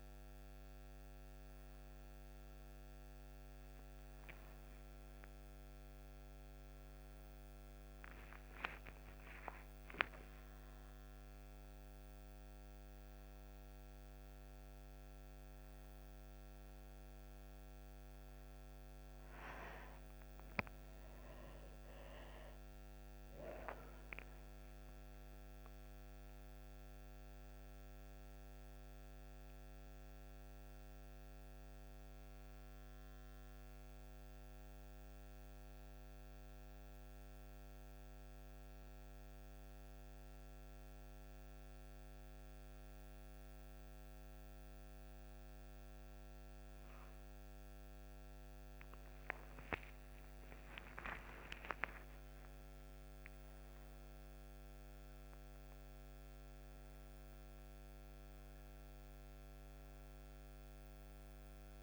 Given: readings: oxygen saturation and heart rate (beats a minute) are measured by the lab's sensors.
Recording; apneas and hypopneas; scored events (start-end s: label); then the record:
a person partly awake in a sleep study, by a microphone on the trachea; 1
18.50-61.83 s: new sleep stage, N1 (lightest sleep)
33.00-47.50 s: obstructive apnea (oxygen 99% before, 90% lowest, heart rate 57 before, 58 extreme, up 45 after)
49.00-54.00 s: arousal
54.50-61.83 s: oxygen desaturation (device-marked, oxygen 99% before, 90% lowest, heart rate 67 before, 58 extreme)
From the record:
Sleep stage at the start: awake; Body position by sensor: on the right side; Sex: female